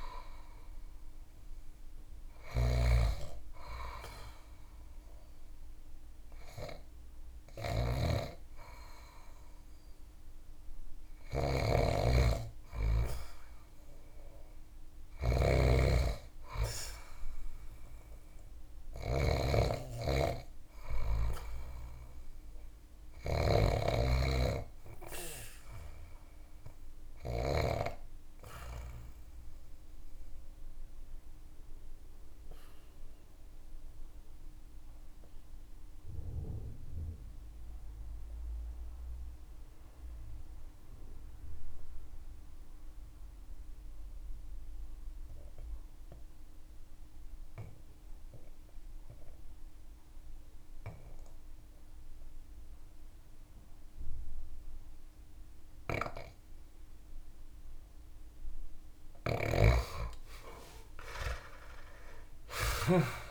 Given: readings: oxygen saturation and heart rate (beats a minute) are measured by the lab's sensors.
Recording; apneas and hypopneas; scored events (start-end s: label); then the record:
breathing in sleep by a room microphone; 1
0.00-27.00 s: snoring (device-marked)
5.00-20.00 s: oxygen desaturation (device-marked, oxygen 96% before, 93% lowest)
5.00-63.31 s: new sleep stage, REM sleep
27.00-57.50 s: obstructive apnea (oxygen 99% before, 81% lowest)
58.00-63.31 s: oxygen desaturation (device-marked, oxygen 98% before, 81% lowest)
58.50-62.00 s: snoring (device-marked)
59.00-63.31 s: arousal
From the record:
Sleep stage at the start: N2 (light sleep); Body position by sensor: on the back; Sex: male